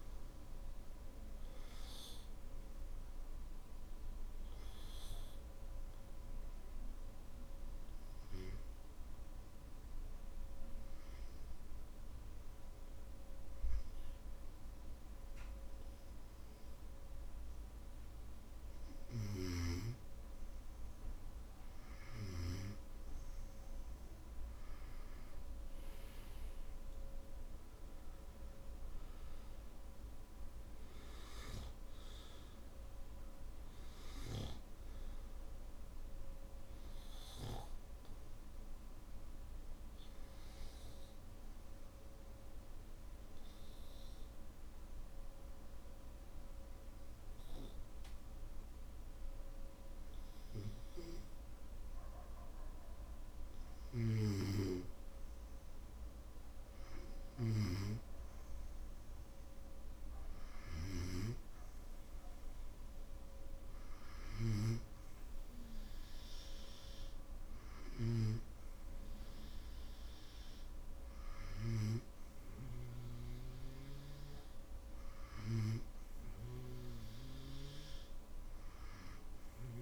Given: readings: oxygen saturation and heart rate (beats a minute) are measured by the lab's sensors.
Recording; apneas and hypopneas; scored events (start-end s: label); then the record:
breathing in sleep by a room microphone; 2
2.50-17.00 s: obstructive apnea (oxygen 96% before, 93% lowest, heart rate 63 before, 59 extreme, up 6 after)
21.00-27.00 s: arousal
41.00-53.50 s: obstructive apnea (oxygen 96% before, 94% lowest, heart rate 64 before, 58 extreme, up 7 after)
57.50-61.50 s: arousal
From the record:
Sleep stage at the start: N2 (light sleep); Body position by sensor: on the back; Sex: male